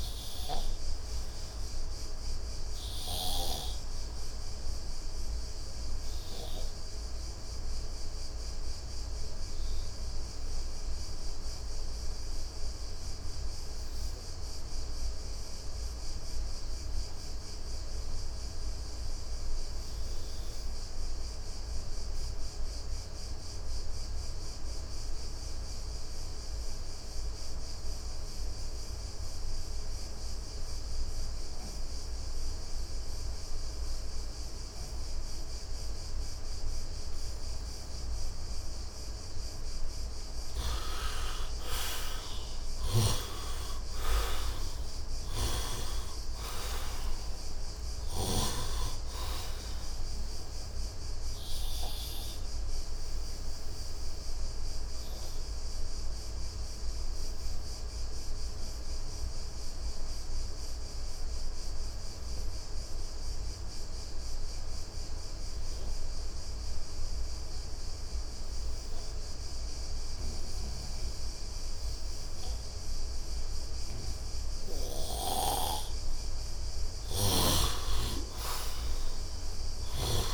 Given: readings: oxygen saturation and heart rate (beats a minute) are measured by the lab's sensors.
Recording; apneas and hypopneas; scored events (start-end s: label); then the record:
breathing in sleep by a room microphone; 2
0.00-16.50 s: oxygen desaturation (device-marked, oxygen 68% lowest, heart rate 69 extreme)
0.50-38.50 s: obstructive apnea (oxygen 99% before, 64% lowest, heart rate 84 before, 69 extreme, up 30 after)
22.50-68.50 s: oxygen desaturation (device-marked, oxygen 99% before, 64% lowest, heart rate 72 before, 69 extreme)
42.00-45.50 s: arousal
51.00-76.00 s: obstructive apnea (oxygen 99% before, 64% lowest, heart rate 85 before, 69 extreme, up 34 after)
70.50-80.34 s: oxygen desaturation (device-marked, oxygen 100% before, 73% lowest, heart rate 73 before, 71 extreme)
73.50-80.34 s: snoring (device-marked)
78.50-80.34 s: arousal
From the record:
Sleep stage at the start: N2 (light sleep); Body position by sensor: on the right side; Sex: male